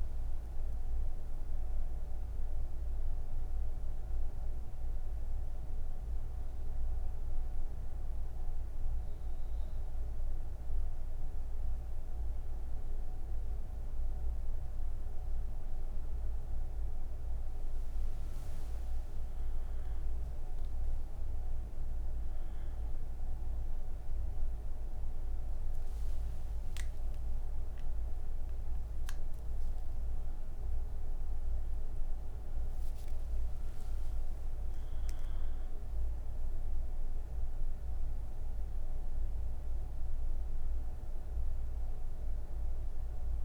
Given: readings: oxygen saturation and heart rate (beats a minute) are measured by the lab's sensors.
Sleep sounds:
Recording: breathing in sleep, hard to hear, by a room microphone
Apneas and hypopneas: 1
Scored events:
1.50-12.00 s: obstructive apnea (oxygen 97% before, 95% lowest)
From the record:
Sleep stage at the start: N3 (deep sleep)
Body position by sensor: on the right side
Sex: female

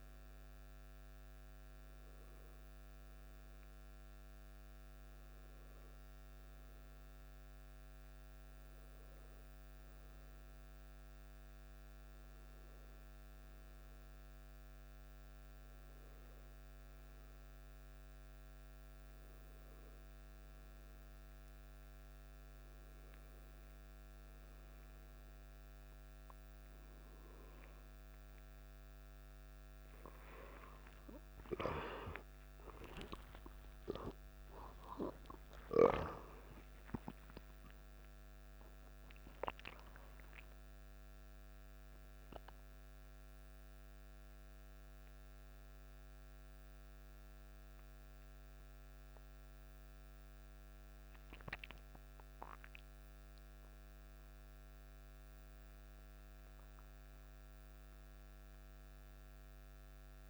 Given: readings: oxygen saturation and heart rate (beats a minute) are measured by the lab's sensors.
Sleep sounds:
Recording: a person awake in a sleep study, by a microphone on the trachea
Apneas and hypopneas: none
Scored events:
none scored
From the record:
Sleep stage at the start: awake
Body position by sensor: on the back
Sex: male

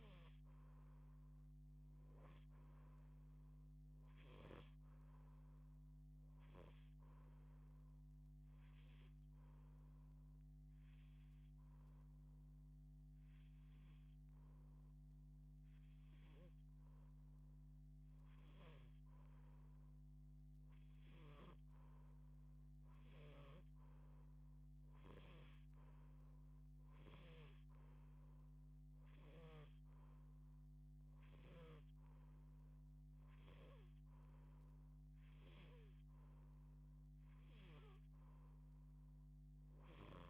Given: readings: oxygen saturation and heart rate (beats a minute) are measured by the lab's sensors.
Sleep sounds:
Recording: breathing in sleep by a microphone on the trachea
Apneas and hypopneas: 1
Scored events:
7.50-17.50 s: hypopnea (oxygen 89% before, 87% lowest)
20.00-23.50 s: arousal
From the record:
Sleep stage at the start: N2 (light sleep)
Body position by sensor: on the back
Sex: female

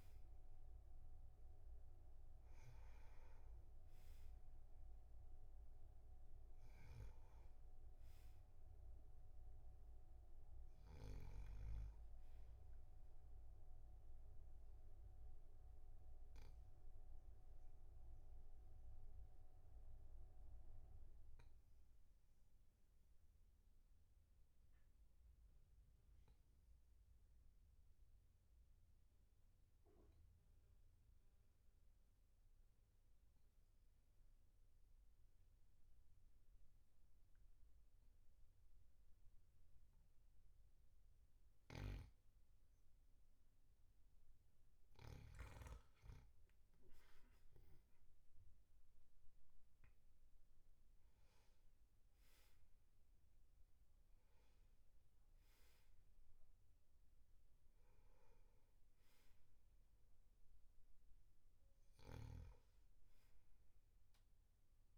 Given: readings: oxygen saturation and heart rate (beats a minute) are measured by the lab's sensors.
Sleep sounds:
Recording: breathing in sleep, hard to hear, by a room microphone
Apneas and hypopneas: 1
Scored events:
15.00-41.50 s: obstructive apnea (oxygen 99% before, 94% lowest, heart rate 53 before, 44 extreme, up 1 after)
42.00-46.00 s: snoring (device-marked)
47.50-51.50 s: arousal
61.50-64.98 s: oxygen desaturation (device-marked, oxygen 98% before, 94% lowest, heart rate 51 before, 42 extreme)
From the record:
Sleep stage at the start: N2 (light sleep)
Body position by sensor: on the back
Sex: male

